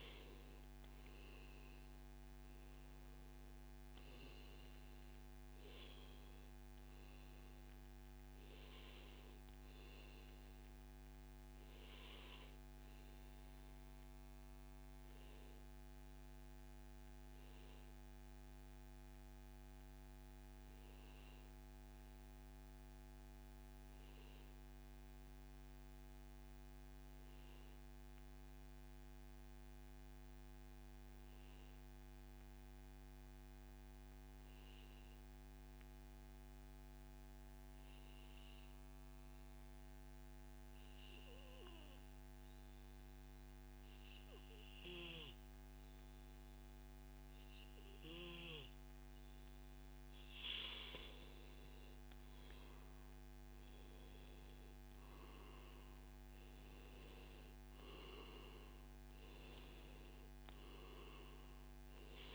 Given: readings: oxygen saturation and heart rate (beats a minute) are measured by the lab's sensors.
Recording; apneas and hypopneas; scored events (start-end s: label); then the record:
breathing in sleep, hard to hear, by a microphone on the trachea; 1
11.50-48.50 s: obstructive apnea (oxygen 99% before, 93% lowest, heart rate 141 before, 97 extreme, up 0 after)
53.00-57.00 s: arousal
57.00-62.35 s: oxygen desaturation (device-marked, oxygen 96% before, 93% lowest, heart rate 141 before, 106 extreme)
From the record:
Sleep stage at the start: N2 (light sleep); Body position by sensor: on the back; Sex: male